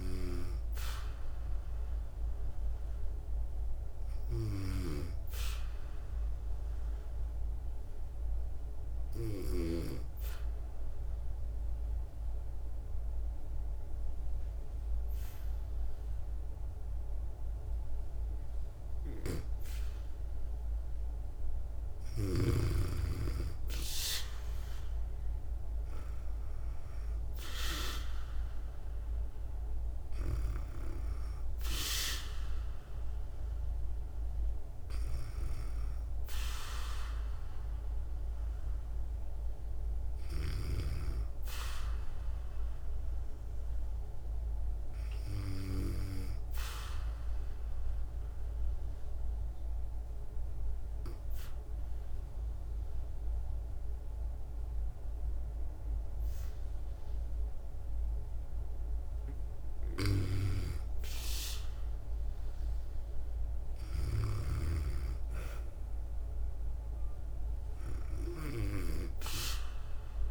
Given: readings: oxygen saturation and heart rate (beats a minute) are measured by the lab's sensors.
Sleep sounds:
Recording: breathing in sleep by a room microphone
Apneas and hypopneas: 2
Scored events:
0.00-9.50 s: snoring (device-marked)
0.00-12.50 s: oxygen desaturation (device-marked, oxygen 93% lowest, heart rate 57 extreme)
5.50-21.00 s: obstructive apnea (oxygen 96% before, 93% lowest, heart rate 63 before, 58 extreme, up 3 after)
23.00-26.50 s: arousal
25.50-47.50 s: oxygen desaturation (device-marked, oxygen 98% before, 93% lowest, heart rate 60 before, 58 extreme)
47.00-59.50 s: obstructive apnea (oxygen 98% before, 94% lowest, heart rate 60 before, 58 extreme, up 2 after)
61.50-65.00 s: arousal
63.50-70.31 s: snoring (device-marked)
65.50-70.31 s: oxygen desaturation (device-marked, oxygen 98% before, 94% lowest, heart rate 60 before, 58 extreme)
From the record:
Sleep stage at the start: N2 (light sleep)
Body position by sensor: on the back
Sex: female

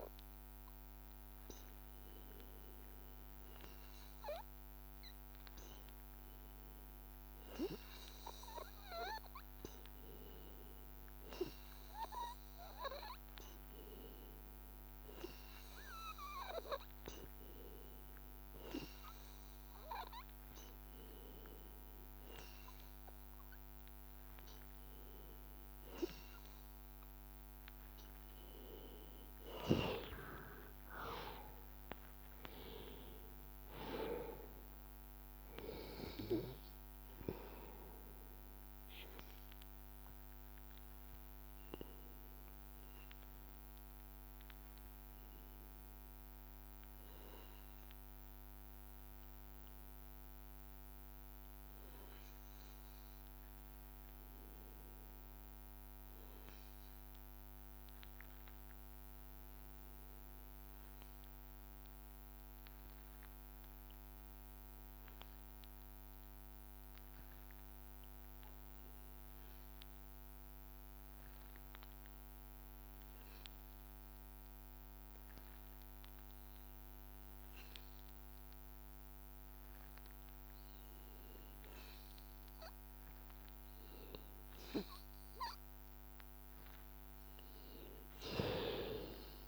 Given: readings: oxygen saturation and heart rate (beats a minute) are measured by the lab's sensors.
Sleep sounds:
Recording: breathing in sleep by a microphone on the trachea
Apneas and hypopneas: 2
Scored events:
0.00-5.50 s: oxygen desaturation (device-marked, oxygen 93% lowest, heart rate 80 extreme)
3.50-22.50 s: hypopnea (oxygen 97% before, 92% lowest, heart rate 82 before, 82 extreme, up 2 after)
26.00-30.00 s: arousal
48.00-81.00 s: hypopnea (oxygen 94% before, 89% lowest, heart rate 85 before, 77 extreme, up 2 after)
70.50-89.47 s: oxygen desaturation (device-marked, oxygen 98% before, 89% lowest, heart rate 83 before, 77 extreme)
84.00-88.50 s: arousal
From the record:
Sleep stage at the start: N2 (light sleep)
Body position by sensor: on the back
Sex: male

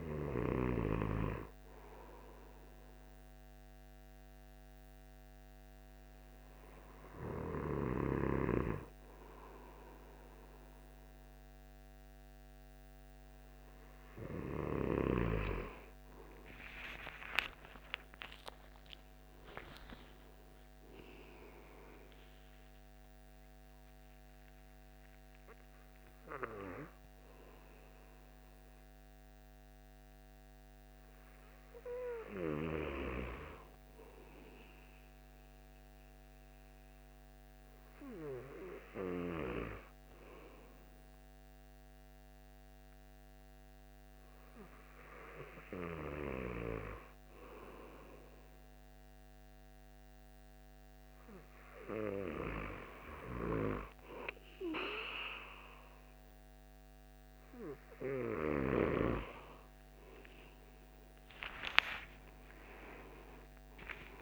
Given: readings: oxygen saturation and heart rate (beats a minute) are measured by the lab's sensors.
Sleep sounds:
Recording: breathing in sleep by a microphone on the trachea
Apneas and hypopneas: 2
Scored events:
3.00-14.00 s: hypopnea (oxygen 97% before, 94% lowest, heart rate 70 before, 63 extreme, up 45 after)
17.00-22.00 s: arousal
36.50-50.50 s: hypopnea (oxygen 96% before, 94% lowest, heart rate 81 before, 66 extreme, up 5 after)
60.50-64.00 s: arousal
From the record:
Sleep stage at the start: N2 (light sleep)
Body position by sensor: on the back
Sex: male

